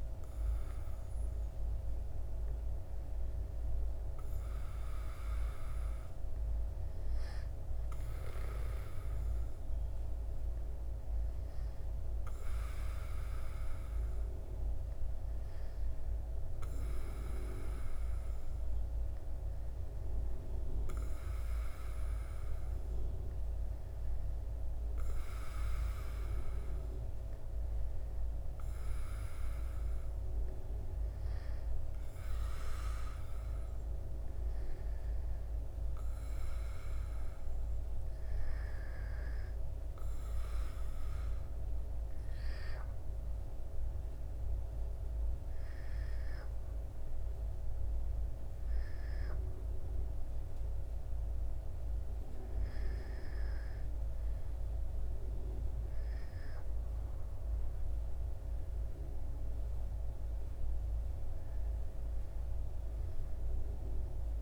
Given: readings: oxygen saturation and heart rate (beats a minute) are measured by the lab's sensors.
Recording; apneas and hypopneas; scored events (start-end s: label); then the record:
breathing in sleep, hard to hear, by a room microphone; none
none scored
From the record:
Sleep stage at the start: N2 (light sleep); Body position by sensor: on the back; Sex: male